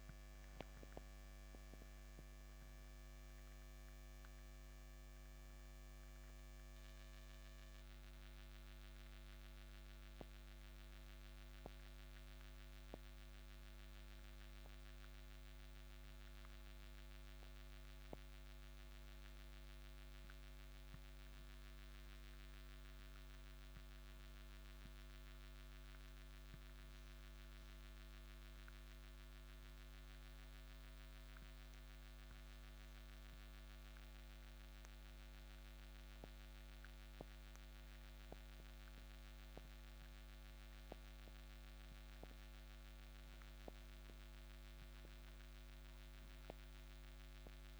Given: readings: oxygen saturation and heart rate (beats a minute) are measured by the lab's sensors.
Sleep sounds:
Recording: breathing in sleep, hard to hear, by a microphone on the trachea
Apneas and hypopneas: none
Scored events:
none scored
From the record:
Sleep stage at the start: N2 (light sleep)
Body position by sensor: on the right side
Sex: male

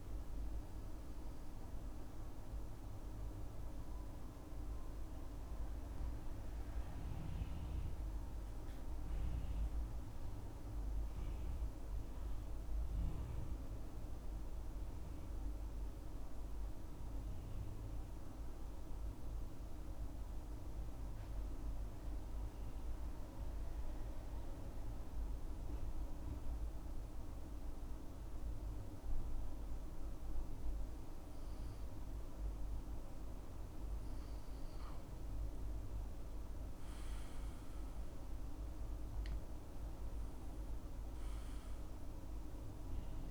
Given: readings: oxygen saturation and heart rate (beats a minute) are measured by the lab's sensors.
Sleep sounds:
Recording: breathing in sleep, hard to hear, by a room microphone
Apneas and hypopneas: 1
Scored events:
4.00-21.00 s: oxygen desaturation (device-marked, oxygen 97% before, 91% lowest, heart rate 66 before, 66 extreme)
14.50-33.00 s: obstructive apnea (oxygen 97% before, 89% lowest, heart rate 67 before, 64 extreme, up 10 after)
35.50-39.00 s: arousal
36.00-43.31 s: oxygen desaturation (device-marked, oxygen 96% before, 89% lowest, heart rate 67 before, 63 extreme)
From the record:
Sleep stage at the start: N2 (light sleep)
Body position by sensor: on the back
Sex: male

